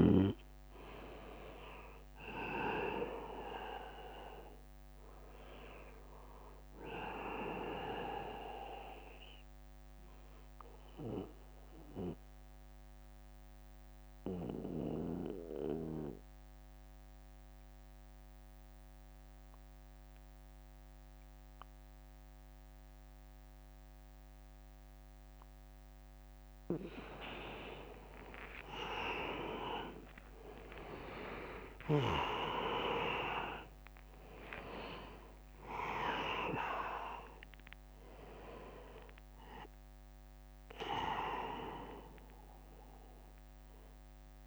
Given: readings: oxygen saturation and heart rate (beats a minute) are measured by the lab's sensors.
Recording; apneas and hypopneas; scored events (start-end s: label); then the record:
breathing in sleep by a microphone on the trachea; 1
3.50-5.50 s: long interval between heartbeats (device-marked, heart rate 64 before, 78 extreme)
4.00-18.00 s: oxygen desaturation (device-marked, oxygen 100% before, 93% lowest, heart rate 65 before, 53 extreme)
8.50-25.50 s: central apnea (oxygen 100% before, 90% lowest, heart rate 67 before, 53 extreme, up 26 after)
13.00-18.00 s: bradycardia (device-marked, heart rate 80 before, 57 extreme)
27.50-29.50 s: long interval between heartbeats (device-marked, heart rate 67 before, 79 extreme)
28.00-33.00 s: arousal
31.00-33.00 s: long interval between heartbeats (device-marked, heart rate 68 before, 65 extreme)
31.00-43.00 s: drop in pulse transit time (device-marked, heart rate 68 before, 60 extreme)
33.00-44.47 s: oxygen desaturation (device-marked, oxygen 99% before, 90% lowest, heart rate 67 before, 56 extreme)
From the record:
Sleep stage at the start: N2 (light sleep); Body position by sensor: on the back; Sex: male